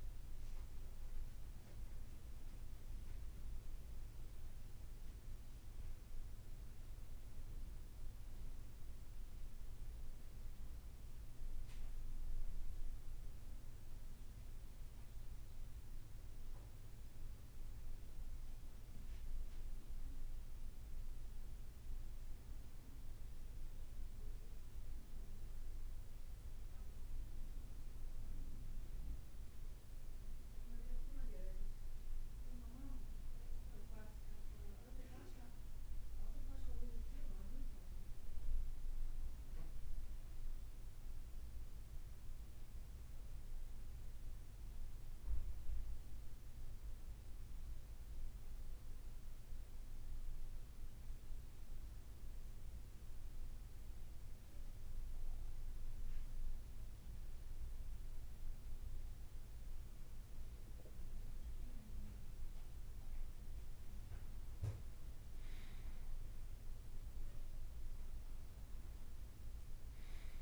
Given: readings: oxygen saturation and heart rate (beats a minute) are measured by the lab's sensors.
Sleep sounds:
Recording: a person partly awake in a sleep study, hard to hear, by a room microphone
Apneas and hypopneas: 1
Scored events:
4.00-34.00 s: new sleep stage, N1 (lightest sleep)
34.00-64.00 s: new sleep stage, N2 (light sleep)
39.00-43.50 s: arousal
47.00-62.00 s: central apnea (oxygen 99% before, 92% lowest, heart rate 54 before, 52 extreme, up 3 after)
51.00-70.42 s: oxygen desaturation (device-marked, oxygen 98% before, 92% lowest, heart rate 54 before, 52 extreme)
55.00-56.00 s: leg movement (device-marked)
64.00-70.42 s: new sleep stage, N1 (lightest sleep)
From the record:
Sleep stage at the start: awake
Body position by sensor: on the back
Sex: male

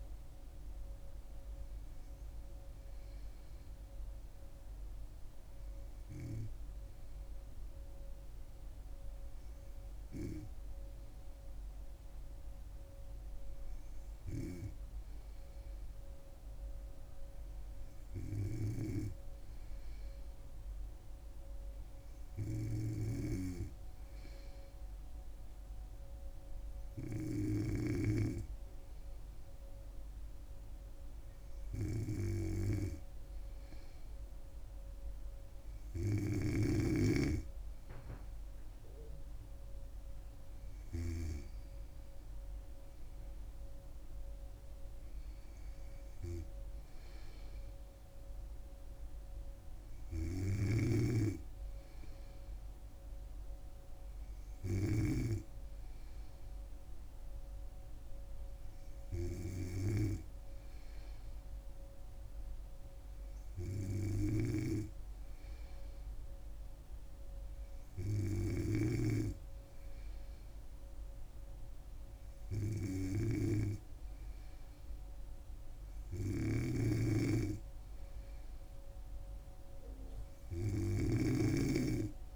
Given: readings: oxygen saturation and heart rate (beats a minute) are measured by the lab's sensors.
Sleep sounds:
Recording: breathing in sleep by a room microphone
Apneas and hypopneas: none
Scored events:
51.00-55.50 s: snoring (device-marked)
76.50-82.36 s: snoring (device-marked)
From the record:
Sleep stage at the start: N2 (light sleep)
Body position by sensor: on the back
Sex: female

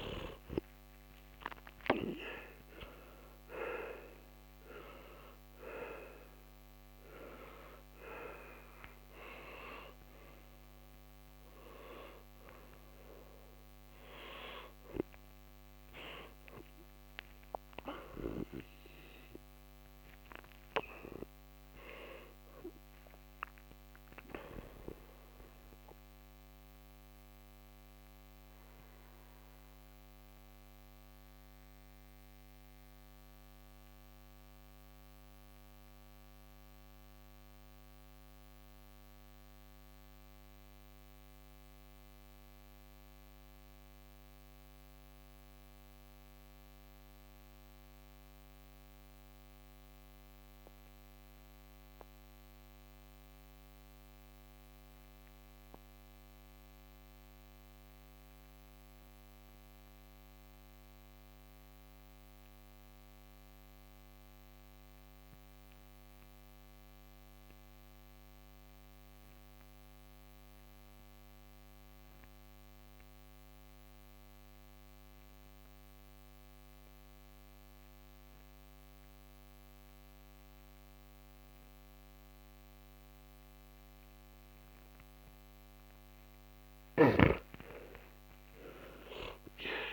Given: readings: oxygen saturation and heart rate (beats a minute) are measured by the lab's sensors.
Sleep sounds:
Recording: breathing in sleep by a microphone on the trachea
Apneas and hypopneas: 1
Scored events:
0.00-39.50 s: oxygen desaturation (device-marked, oxygen 88% lowest, heart rate 48 extreme)
28.00-85.50 s: mixed apnea (oxygen 94% before, 85% lowest, heart rate 64 before, 48 extreme, up 11 after)
68.50-89.93 s: oxygen desaturation (device-marked, oxygen 98% before, 85% lowest, heart rate 56 before, 44 extreme)
87.00-89.93 s: arousal
From the record:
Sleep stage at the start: N2 (light sleep)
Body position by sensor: on the back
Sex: male

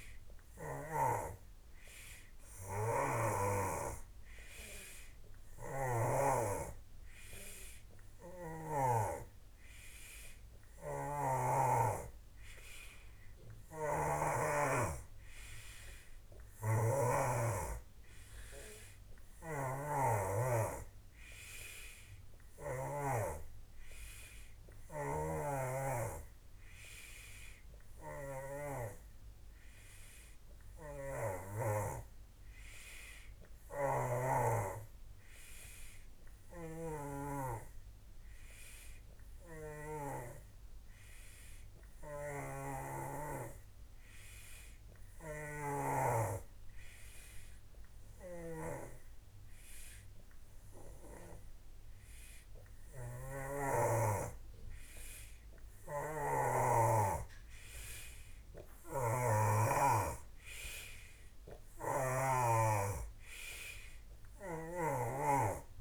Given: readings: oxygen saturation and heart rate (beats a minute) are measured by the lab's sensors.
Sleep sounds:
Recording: breathing in sleep by a room microphone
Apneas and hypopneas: none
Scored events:
10.50-14.50 s: snoring (device-marked)
19.00-23.00 s: snoring (device-marked)
25.00-28.50 s: snoring (device-marked)
30.50-40.00 s: snoring (device-marked)
42.00-46.00 s: snoring (device-marked)
48.00-56.50 s: snoring (device-marked)
58.50-62.00 s: snoring (device-marked)
64.00-65.81 s: snoring (device-marked)
From the record:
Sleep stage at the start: N3 (deep sleep)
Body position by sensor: on the back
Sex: male

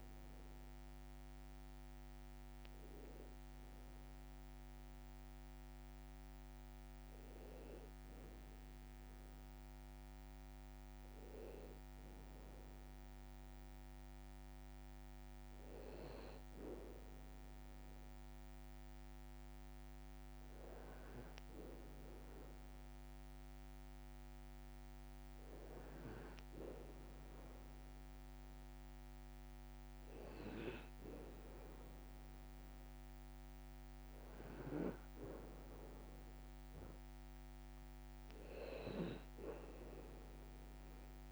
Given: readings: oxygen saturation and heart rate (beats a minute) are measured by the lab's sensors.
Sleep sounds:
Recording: breathing in sleep by a microphone on the trachea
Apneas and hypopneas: none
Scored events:
none scored
From the record:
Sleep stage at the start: N2 (light sleep)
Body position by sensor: on the back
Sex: male

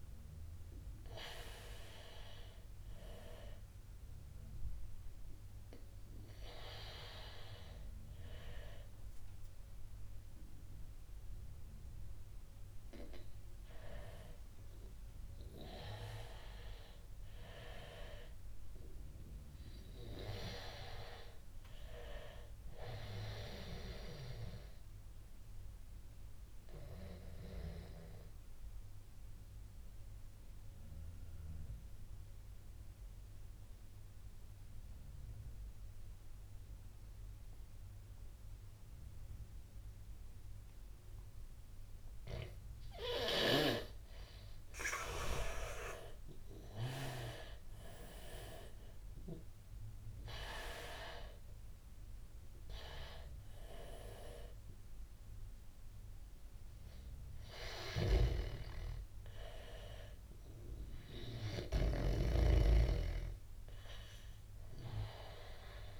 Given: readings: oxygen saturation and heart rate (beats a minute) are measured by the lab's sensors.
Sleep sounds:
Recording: breathing in sleep by a room microphone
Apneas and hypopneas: 1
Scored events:
0.00-12.50 s: oxygen desaturation (device-marked, oxygen 90% lowest, heart rate 85 extreme)
14.00-19.00 s: arousal
24.50-42.50 s: obstructive apnea (oxygen 99% before, 87% lowest, heart rate 90 before, 85 extreme, up 4 after)
42.50-66.00 s: oxygen desaturation (device-marked, oxygen 98% before, 87% lowest, heart rate 87 before, 83 extreme)
44.00-48.50 s: arousal
58.00-62.00 s: snoring (device-marked)
From the record:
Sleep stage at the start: N2 (light sleep)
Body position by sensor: on the back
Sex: male

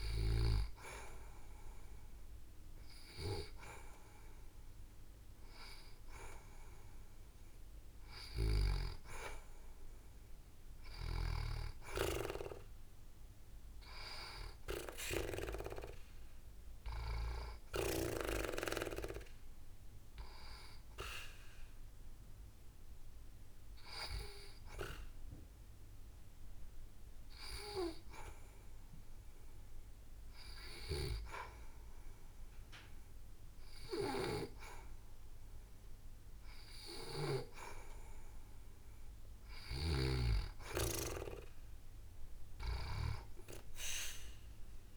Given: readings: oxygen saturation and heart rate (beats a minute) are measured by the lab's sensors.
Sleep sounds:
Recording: breathing in sleep by a room microphone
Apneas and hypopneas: 1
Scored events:
19.50-23.00 s: arousal
26.50-39.00 s: hypopnea (oxygen 92% before, 89% lowest, heart rate 72 before, 67 extreme, up 5 after)
41.00-44.97 s: arousal
From the record:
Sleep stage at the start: N2 (light sleep)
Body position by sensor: on the back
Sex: female

